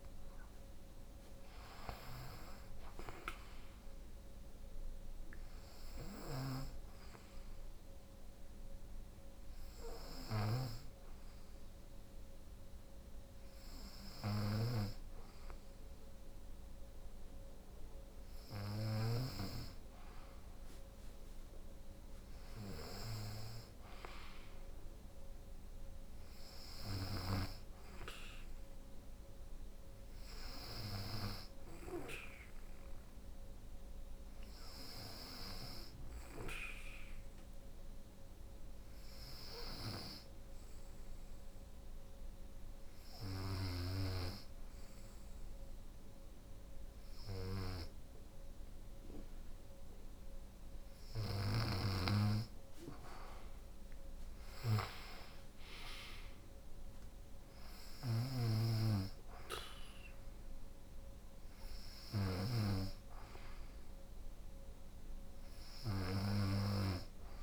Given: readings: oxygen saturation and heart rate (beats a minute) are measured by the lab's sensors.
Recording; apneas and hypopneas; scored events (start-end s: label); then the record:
breathing in sleep by a room microphone; 2
1.00-26.50 s: snoring (device-marked)
7.00-17.50 s: hypopnea (oxygen 94% before, 90% lowest, heart rate 75 before, 60 extreme, up 10 after)
21.00-25.50 s: arousal
38.00-50.50 s: hypopnea (oxygen 93% before, 90% lowest, heart rate 69 before, 64 extreme, up 8 after)
42.50-67.43 s: snoring (device-marked)
54.50-58.50 s: arousal
From the record:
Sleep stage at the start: N2 (light sleep); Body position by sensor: on the right side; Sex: female